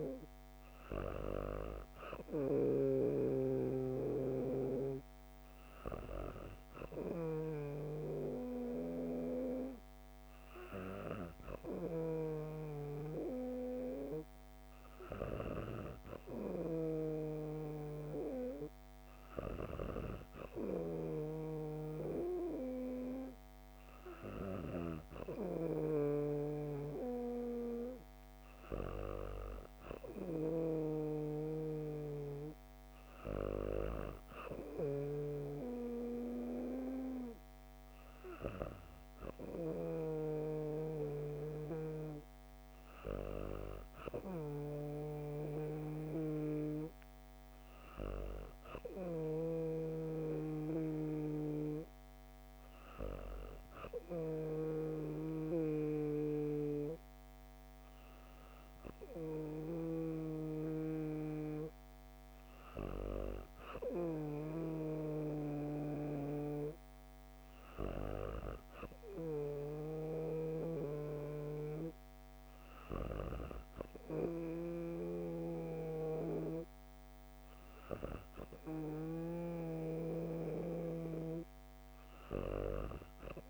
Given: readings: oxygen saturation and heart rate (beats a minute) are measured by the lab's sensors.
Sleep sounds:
breathing in sleep by a microphone on the trachea; none
0.00-2.50 s: snoring (device-marked)
11.50-16.50 s: snoring (device-marked)
25.00-35.00 s: snoring (device-marked)
45.50-73.00 s: snoring (device-marked)
75.00-83.50 s: snoring (device-marked)
From the record:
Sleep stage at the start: N2 (light sleep); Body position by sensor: on the back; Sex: female

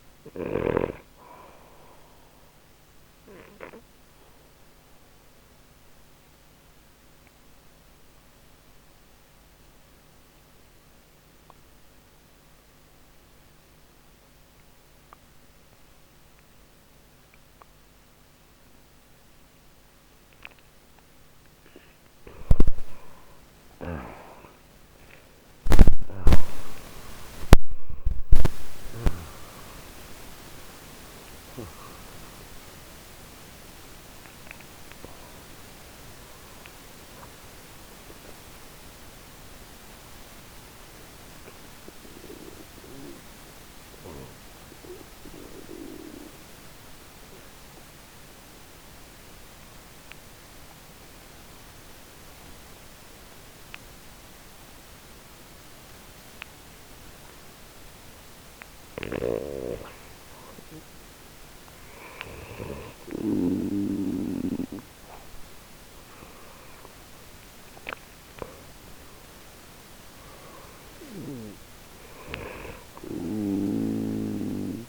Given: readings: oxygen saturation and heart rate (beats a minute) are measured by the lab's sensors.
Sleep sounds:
breathing in sleep by a microphone on the trachea; 2
0.00-1.00 s: snoring (device-marked)
0.00-17.00 s: oxygen desaturation (device-marked, oxygen 90% lowest, heart rate 54 extreme)
2.50-22.00 s: obstructive apnea (oxygen 97% before, 90% lowest, heart rate 76 before, 54 extreme, up 2 after)
23.50-29.00 s: snoring (device-marked)
24.50-29.50 s: arousal
29.00-54.00 s: oxygen desaturation (device-marked, oxygen 97% before, 91% lowest, heart rate 60 before, 60 extreme)
41.50-57.00 s: obstructive apnea (oxygen 97% before, 91% lowest, heart rate 65 before, 60 extreme, up 0 after)
59.00-63.50 s: snoring (device-marked)
61.50-66.50 s: arousal
68.00-74.88 s: oxygen desaturation (device-marked, oxygen 97% before, 91% lowest, heart rate 61 before, 62 extreme)
73.00-74.88 s: snoring (device-marked)
From the record:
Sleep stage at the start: N2 (light sleep); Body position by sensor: on the right side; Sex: male

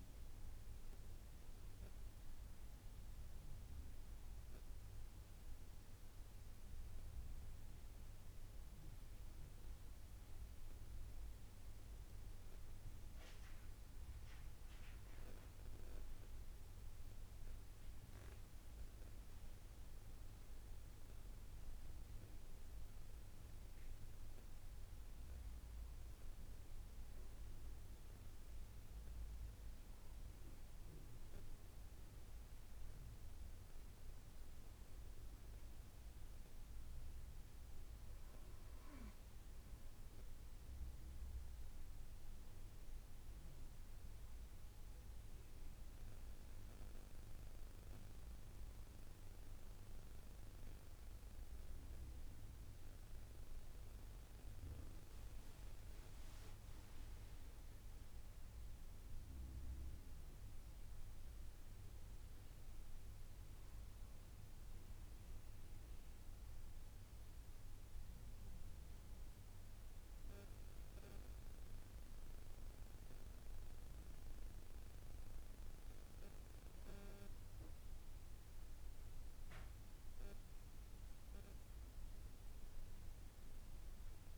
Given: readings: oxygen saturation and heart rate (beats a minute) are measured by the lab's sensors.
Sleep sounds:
breathing in sleep, hard to hear, by a room microphone; none
none scored
From the record:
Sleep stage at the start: N2 (light sleep); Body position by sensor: on the right side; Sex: female

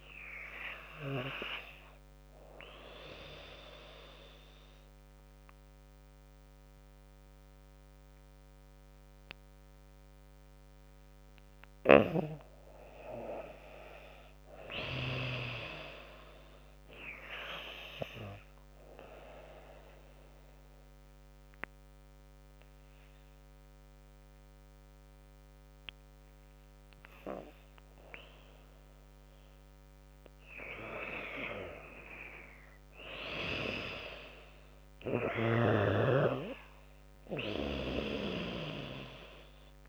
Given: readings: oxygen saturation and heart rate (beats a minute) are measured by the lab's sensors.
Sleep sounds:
breathing in sleep by a microphone on the trachea; 2
1.50-11.50 s: obstructive apnea (oxygen 99% before, 94% lowest, heart rate 79 before, 77 extreme, up 7 after)
11.50-15.00 s: snoring (device-marked)
13.50-16.00 s: arousal
19.50-29.50 s: obstructive apnea (oxygen 98% before, 94% lowest, heart rate 82 before, 76 extreme, up 10 after)
31.50-35.00 s: arousal
32.00-39.89 s: drop in pulse transit time (device-marked, heart rate 81 before, 82 extreme)
From the record:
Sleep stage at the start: N2 (light sleep); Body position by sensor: on the back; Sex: female

